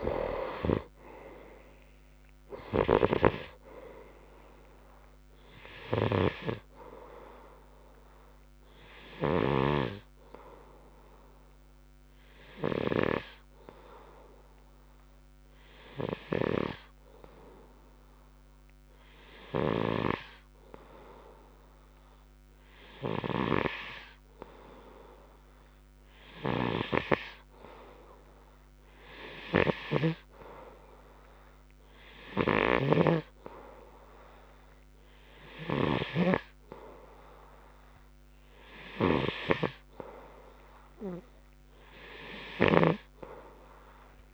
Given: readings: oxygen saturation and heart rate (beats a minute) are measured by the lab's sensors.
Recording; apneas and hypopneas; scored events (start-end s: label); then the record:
breathing in sleep by a microphone on the trachea; 1
0.00-9.00 s: oxygen desaturation (device-marked, oxygen 90% lowest, heart rate 58 extreme)
0.00-10.00 s: snoring (device-marked)
10.50-27.00 s: hypopnea (oxygen 93% before, 90% lowest, heart rate 77 before, 108 extreme, up 59 after)
27.00-44.34 s: snoring (device-marked)
29.00-32.00 s: arousal
From the record:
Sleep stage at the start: N2 (light sleep); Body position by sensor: on the right side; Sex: male